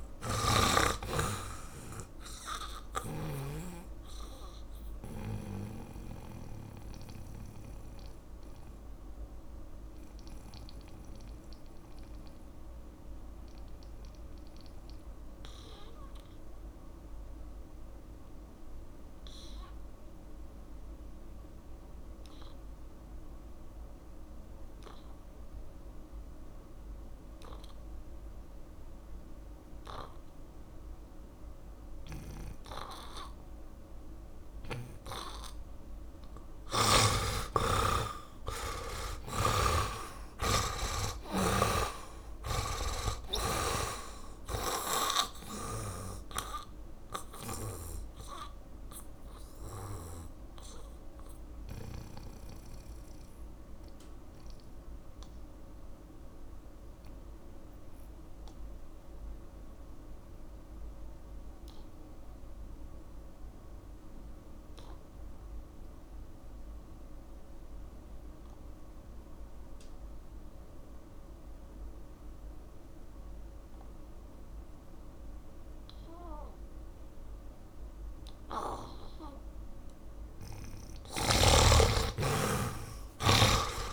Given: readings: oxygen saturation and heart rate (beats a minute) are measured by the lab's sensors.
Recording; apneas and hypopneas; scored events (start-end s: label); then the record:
breathing in sleep by a room microphone; 2
0.00-23.50 s: oxygen desaturation (device-marked, oxygen 74% lowest)
5.50-37.50 s: mixed apnea (oxygen 90% before, 74% lowest)
25.50-68.50 s: oxygen desaturation (device-marked, oxygen 100% before, 76% lowest)
39.00-44.50 s: arousal
46.50-79.00 s: mixed apnea (oxygen 100% before, 75% lowest)
81.50-83.93 s: oxygen desaturation (device-marked, oxygen 98% before, 75% lowest)
81.50-83.93 s: snoring (device-marked)
82.00-83.93 s: arousal
From the record:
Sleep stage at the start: N2 (light sleep); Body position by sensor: on the back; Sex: male